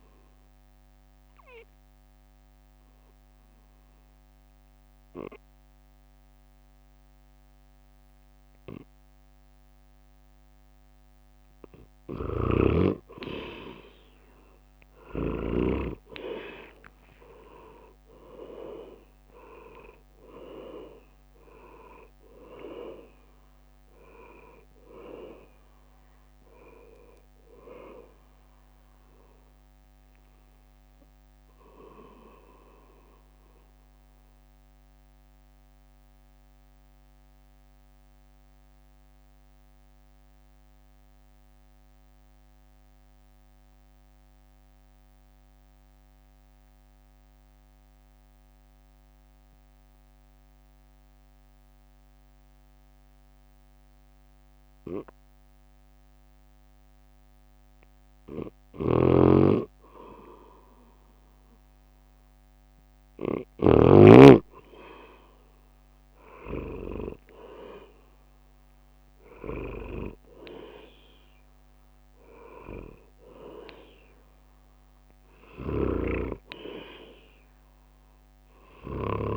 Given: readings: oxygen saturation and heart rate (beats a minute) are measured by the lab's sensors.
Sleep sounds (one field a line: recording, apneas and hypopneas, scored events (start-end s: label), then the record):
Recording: breathing in sleep by a microphone on the trachea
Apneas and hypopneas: 2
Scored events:
0.50-12.50 s: mixed apnea (oxygen 100% before, 94% lowest, heart rate 56 before, 52 extreme, up 32 after)
11.50-15.50 s: snoring (device-marked)
14.00-19.00 s: arousal
17.50-21.50 s: leg movement (device-marked)
17.50-32.50 s: oxygen desaturation (device-marked, oxygen 98% before, 95% lowest, heart rate 55 before, 53 extreme)
18.50-32.50 s: drop in pulse transit time (device-marked, heart rate 56 before, 59 extreme)
19.00-21.00 s: long interval between heartbeats (device-marked, heart rate 56 before, 79 extreme)
34.00-57.00 s: mixed apnea (oxygen 98% before, 94% lowest, heart rate 69 before, 53 extreme, up 6 after)
58.50-63.50 s: snoring (device-marked)
59.50-63.00 s: arousal
61.50-79.37 s: drop in pulse transit time (device-marked, heart rate 54 before, 51 extreme)
From the record:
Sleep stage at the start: N2 (light sleep)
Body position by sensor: on the right side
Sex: male